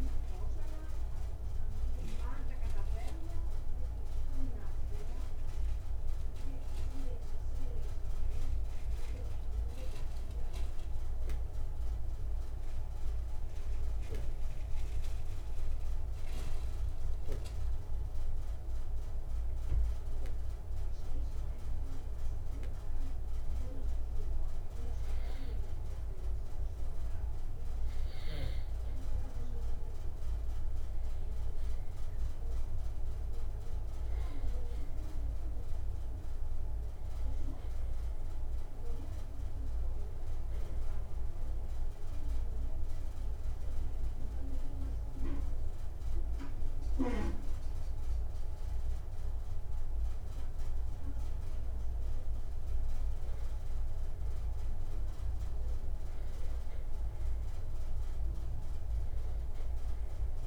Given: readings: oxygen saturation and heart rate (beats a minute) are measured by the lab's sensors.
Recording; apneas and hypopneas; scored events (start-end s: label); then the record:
breathing in sleep by a room microphone; 2
0.00-3.00 s: oxygen desaturation (device-marked, oxygen 90% lowest, heart rate 73 extreme)
6.50-10.00 s: arousal
15.00-25.50 s: hypopnea (oxygen 96% before, 90% lowest, heart rate 102 before, 55 extreme, up 16 after)
27.50-31.50 s: arousal
41.00-51.50 s: hypopnea (oxygen 95% before, 90% lowest, heart rate 74 before, 61 extreme, up 2 after)
45.00-60.47 s: oxygen desaturation (device-marked, oxygen 94% before, 90% lowest, heart rate 70 before, 61 extreme)
54.50-58.00 s: arousal
From the record:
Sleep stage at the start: N2 (light sleep); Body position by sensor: on the back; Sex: male